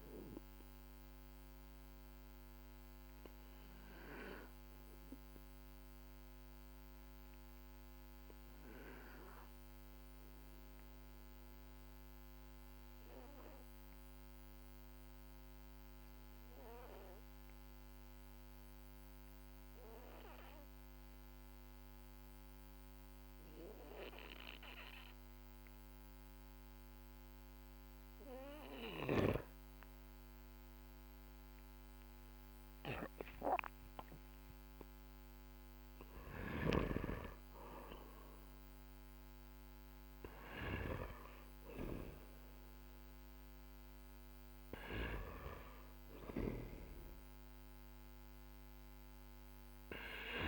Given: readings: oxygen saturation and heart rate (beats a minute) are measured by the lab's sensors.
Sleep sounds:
breathing in sleep by a microphone on the trachea; 1
0.00-16.00 s: oxygen desaturation (device-marked, oxygen 93% lowest, heart rate 46 extreme)
3.00-34.50 s: obstructive apnea (oxygen 97% before, 93% lowest, heart rate 54 before, 45 extreme, up 11 after)
37.50-41.50 s: arousal
44.00-50.48 s: oxygen desaturation (device-marked, oxygen 97% before, 94% lowest, heart rate 57 before, 46 extreme)
From the record:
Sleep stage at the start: N2 (light sleep); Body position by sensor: on the back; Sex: male

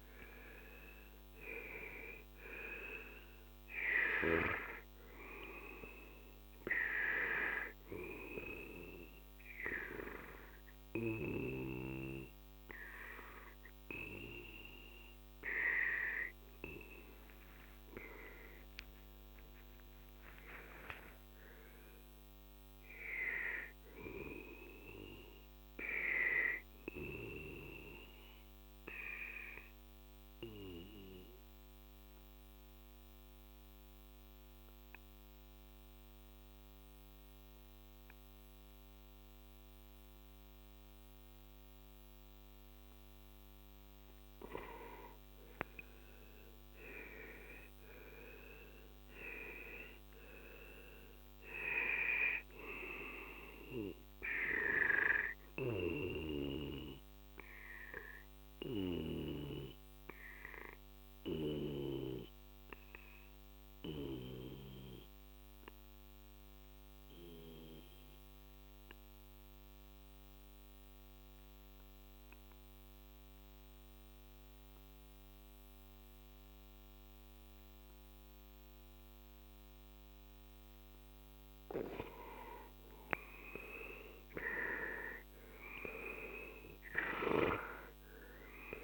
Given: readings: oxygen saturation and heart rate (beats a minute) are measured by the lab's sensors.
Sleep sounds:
breathing in sleep by a microphone on the trachea; 2
4.50-21.50 s: oxygen desaturation (device-marked, oxygen 98% before, 94% lowest, heart rate 50 before, 43 extreme)
20.00-23.00 s: arousal
25.50-44.50 s: obstructive apnea (oxygen 98% before, 92% lowest, heart rate 52 before, 43 extreme, up 17 after)
45.00-48.00 s: arousal
46.50-66.50 s: oxygen desaturation (device-marked, oxygen 96% before, 92% lowest, heart rate 46 before, 44 extreme)
58.00-81.50 s: obstructive apnea (oxygen 97% before, 91% lowest, heart rate 53 before, 44 extreme, up 15 after)
82.50-88.83 s: oxygen desaturation (device-marked, oxygen 97% before, 92% lowest, heart rate 45 before, 45 extreme)
84.00-88.00 s: arousal
From the record:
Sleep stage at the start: N2 (light sleep); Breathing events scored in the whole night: 309 in 4.6 hours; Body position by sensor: on the left side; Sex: male

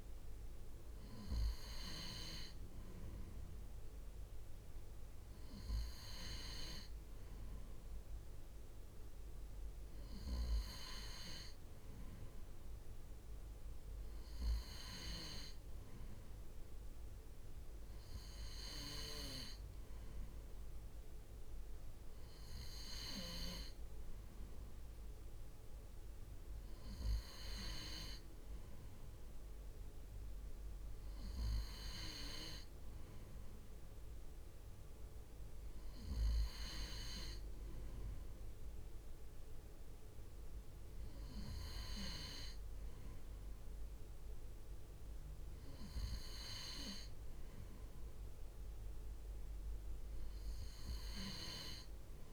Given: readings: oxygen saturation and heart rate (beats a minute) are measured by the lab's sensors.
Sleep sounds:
breathing in sleep by a room microphone; none
none scored
From the record:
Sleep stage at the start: N3 (deep sleep); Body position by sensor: on the right side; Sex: male

